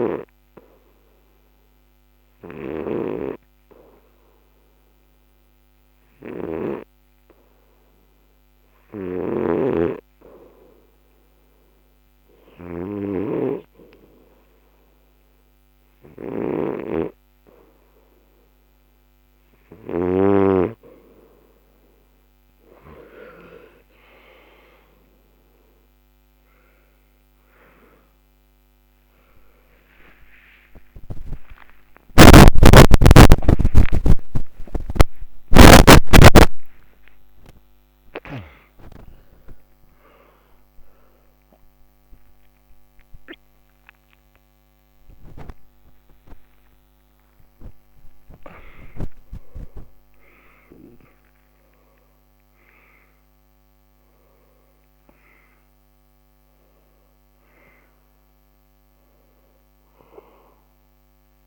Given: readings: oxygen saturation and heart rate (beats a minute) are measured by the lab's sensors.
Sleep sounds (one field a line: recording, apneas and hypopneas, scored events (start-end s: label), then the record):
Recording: a person partly awake in a sleep study, by a microphone on the trachea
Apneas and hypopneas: none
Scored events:
24.50-54.50 s: new sleep stage, awake
46.00-48.00 s: long interval between heartbeats (device-marked, heart rate 91 before, 115 extreme)
54.50-61.47 s: new sleep stage, N2 (light sleep)
From the record:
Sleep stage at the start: N2 (light sleep)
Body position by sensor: on the back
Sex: male